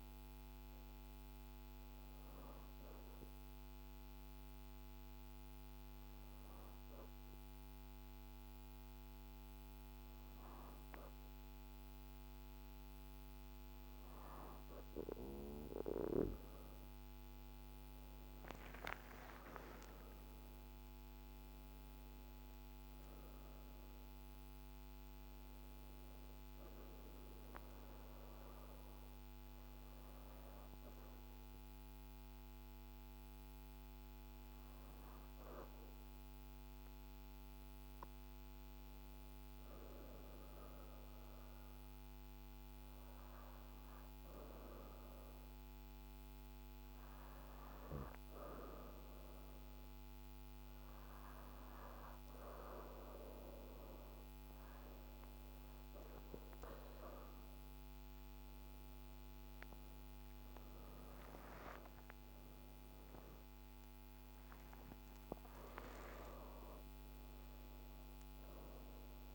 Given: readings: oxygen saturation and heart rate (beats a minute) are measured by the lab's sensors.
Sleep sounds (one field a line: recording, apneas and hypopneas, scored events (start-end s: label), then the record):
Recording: breathing in sleep by a microphone on the trachea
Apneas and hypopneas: 2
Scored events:
0.00-5.00 s: oxygen desaturation (device-marked, oxygen 92% lowest, heart rate 47 extreme)
0.50-12.50 s: obstructive apnea (oxygen 96% before, 91% lowest, heart rate 55 before, 47 extreme, up 2 after)
14.00-18.00 s: arousal
21.00-38.00 s: oxygen desaturation (device-marked, oxygen 95% before, 91% lowest, heart rate 54 before, 52 extreme)
32.50-54.50 s: hypopnea (oxygen 95% before, 91% lowest, heart rate 52 before, 46 extreme, up 2 after)
54.00-67.00 s: oxygen desaturation (device-marked, oxygen 97% before, 93% lowest, heart rate 53 before, 46 extreme)
60.50-65.50 s: arousal
From the record:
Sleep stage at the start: N2 (light sleep)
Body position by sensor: on the back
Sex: female